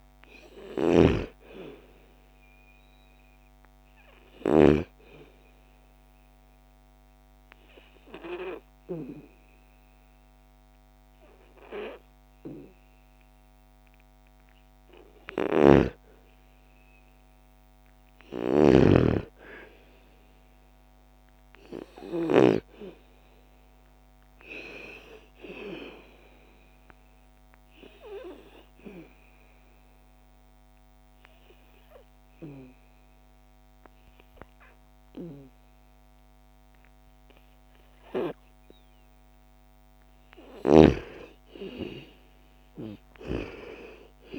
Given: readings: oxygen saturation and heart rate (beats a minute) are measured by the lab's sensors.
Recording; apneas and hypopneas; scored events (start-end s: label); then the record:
breathing in sleep by a microphone on the trachea; 2
0.00-2.00 s: arousal
0.00-4.00 s: snoring (device-marked)
4.00-15.00 s: oxygen desaturation (device-marked, oxygen 98% before, 93% lowest, heart rate 59 before, 55 extreme)
5.00-15.50 s: obstructive apnea (oxygen 98% before, 89% lowest, heart rate 58 before, 55 extreme, up 3 after)
14.50-18.50 s: snoring (device-marked)
17.00-21.50 s: arousal
22.00-36.00 s: oxygen desaturation (device-marked, oxygen 96% before, 91% lowest, heart rate 58 before, 55 extreme)
25.50-39.00 s: obstructive apnea (oxygen 98% before, 89% lowest, heart rate 58 before, 55 extreme, up 4 after)
40.50-44.39 s: arousal
From the record:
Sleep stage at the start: N2 (light sleep); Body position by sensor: on the back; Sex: female